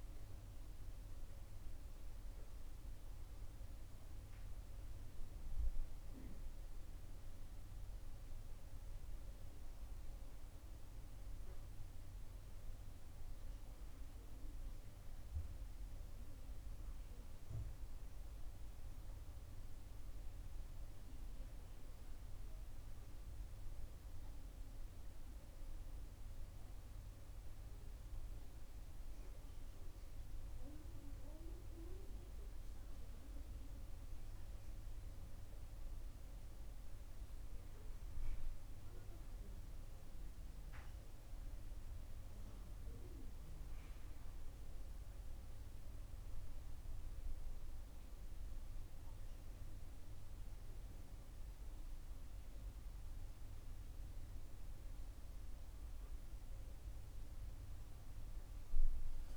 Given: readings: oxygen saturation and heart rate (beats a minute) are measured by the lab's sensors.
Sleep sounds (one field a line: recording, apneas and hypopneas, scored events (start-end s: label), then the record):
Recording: a person partly awake in a sleep study, hard to hear, by a room microphone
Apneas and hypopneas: none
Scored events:
6.50-59.37 s: new sleep stage, N1 (lightest sleep)
From the record:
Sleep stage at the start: awake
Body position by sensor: on the right side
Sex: female